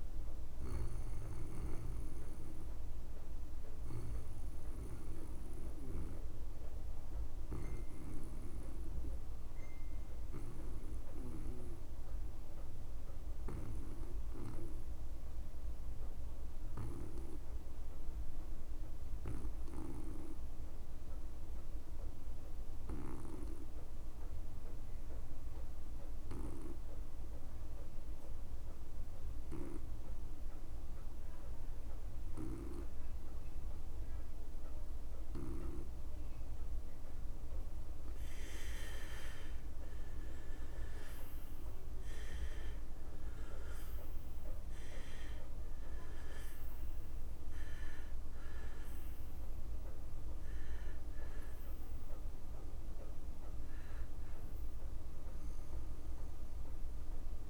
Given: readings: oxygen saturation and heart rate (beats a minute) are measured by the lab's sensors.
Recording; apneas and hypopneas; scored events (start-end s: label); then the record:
breathing in sleep by a room microphone; 1
0.00-14.50 s: oxygen desaturation (device-marked, oxygen 74% lowest)
1.50-38.50 s: obstructive apnea (oxygen 95% before, 74% lowest)
25.50-57.50 s: oxygen desaturation (device-marked, oxygen 99% before, 76% lowest)
40.00-43.00 s: arousal
From the record:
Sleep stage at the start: N2 (light sleep); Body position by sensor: on the back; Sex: male